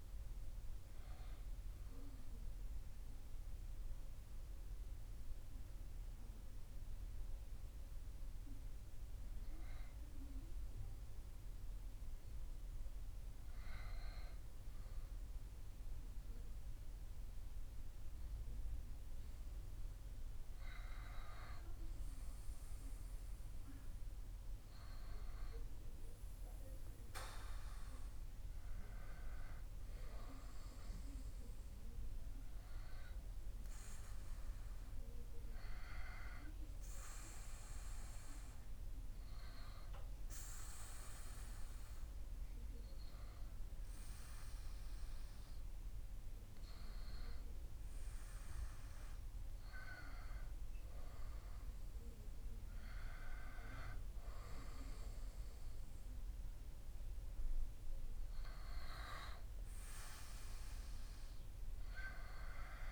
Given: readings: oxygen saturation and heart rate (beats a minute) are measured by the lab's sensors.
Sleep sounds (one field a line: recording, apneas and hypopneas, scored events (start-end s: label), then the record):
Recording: breathing in sleep by a room microphone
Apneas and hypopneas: 2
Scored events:
1.00-12.50 s: hypopnea (oxygen 96% before, 95% lowest)
14.50-18.00 s: arousal
38.00-50.50 s: hypopnea (oxygen 98% before, 94% lowest)
53.50-58.00 s: arousal
From the record:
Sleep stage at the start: N1 (lightest sleep)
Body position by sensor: on the back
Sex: male